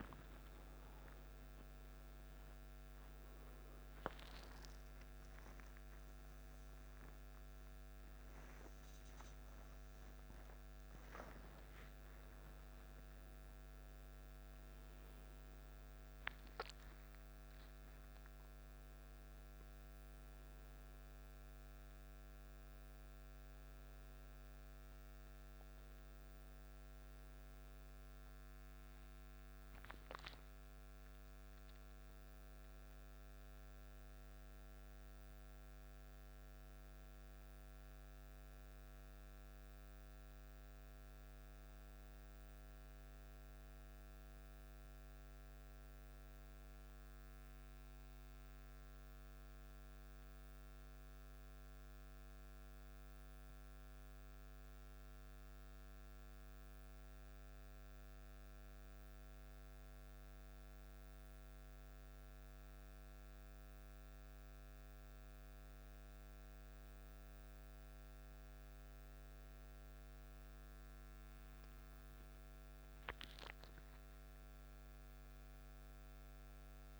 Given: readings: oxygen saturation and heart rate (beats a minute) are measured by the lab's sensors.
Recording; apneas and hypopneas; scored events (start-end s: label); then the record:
a person awake in a sleep study, hard to hear, by a microphone on the trachea; none
41.50-77.00 s: new sleep stage, N1 (lightest sleep)
71.50-75.00 s: arousal
From the record:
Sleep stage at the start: awake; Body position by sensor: on the back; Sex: male